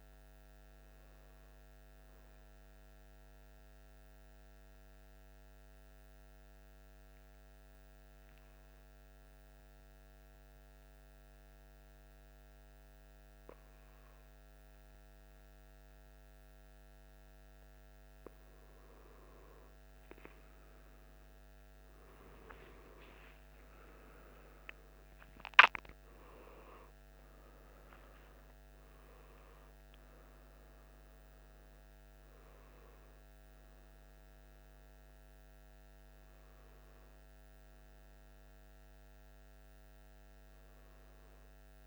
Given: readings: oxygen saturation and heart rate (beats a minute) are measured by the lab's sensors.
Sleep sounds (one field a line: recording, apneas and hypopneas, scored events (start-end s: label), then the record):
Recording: breathing in sleep by a microphone on the trachea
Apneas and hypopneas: 1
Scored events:
4.00-18.50 s: mixed apnea (oxygen 99% before, 95% lowest, heart rate 55 before, 53 extreme, up 8 after)
22.00-26.50 s: arousal
28.00-41.87 s: oxygen desaturation (device-marked, oxygen 99% before, 95% lowest, heart rate 55 before, 53 extreme)
From the record:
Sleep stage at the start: N1 (lightest sleep)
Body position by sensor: on the back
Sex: male